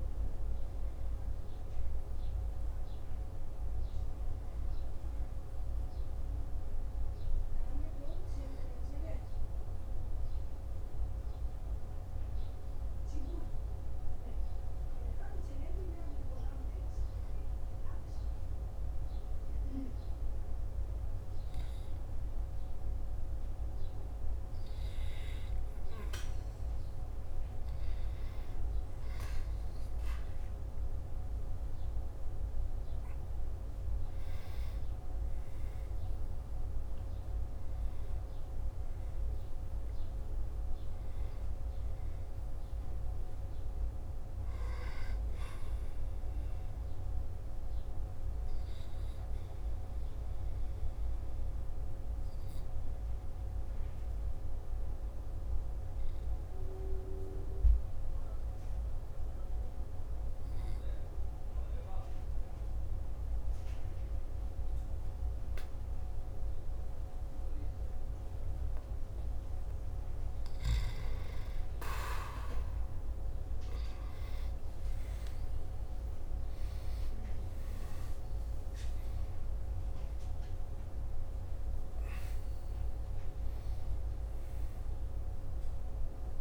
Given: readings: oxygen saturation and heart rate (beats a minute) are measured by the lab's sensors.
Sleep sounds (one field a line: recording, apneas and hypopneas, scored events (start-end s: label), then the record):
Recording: breathing in sleep, hard to hear, by a room microphone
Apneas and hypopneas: 2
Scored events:
11.50-23.50 s: hypopnea (oxygen 97% before, 93% lowest, heart rate 57 before, 53 extreme)
21.00-86.41 s: new sleep stage, N2 (light sleep)
31.50-36.00 s: arousal
36.00-47.00 s: oxygen desaturation (device-marked, oxygen 97% before, 94% lowest, heart rate 55 before, 52 extreme)
54.00-69.50 s: hypopnea (oxygen 97% before, 91% lowest, heart rate 59 before, 51 extreme, up 2 after)
72.00-75.50 s: arousal
80.00-86.41 s: oxygen desaturation (device-marked, oxygen 98% before, 91% lowest, heart rate 54 before, 50 extreme)
From the record:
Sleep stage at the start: N1 (lightest sleep)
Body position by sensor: on the back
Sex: male